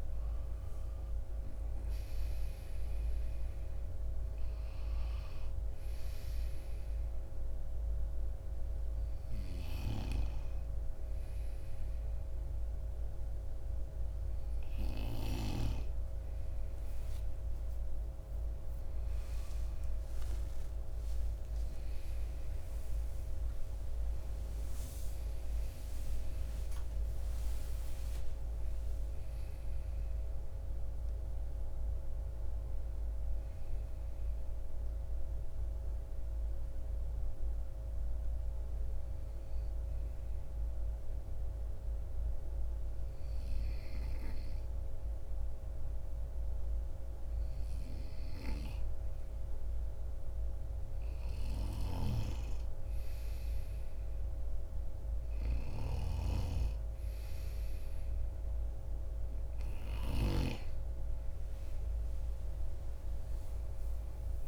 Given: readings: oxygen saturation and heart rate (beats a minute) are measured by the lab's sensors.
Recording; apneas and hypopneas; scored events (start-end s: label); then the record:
breathing in sleep by a room microphone; 1
0.00-19.50 s: oxygen desaturation (device-marked, oxygen 87% lowest)
20.00-26.00 s: arousal
36.50-52.50 s: hypopnea (oxygen 96% before, 90% lowest)
54.00-60.00 s: arousal
55.50-64.48 s: oxygen desaturation (device-marked, oxygen 95% before, 90% lowest)
From the record:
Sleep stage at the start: N2 (light sleep); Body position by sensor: on the right side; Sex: male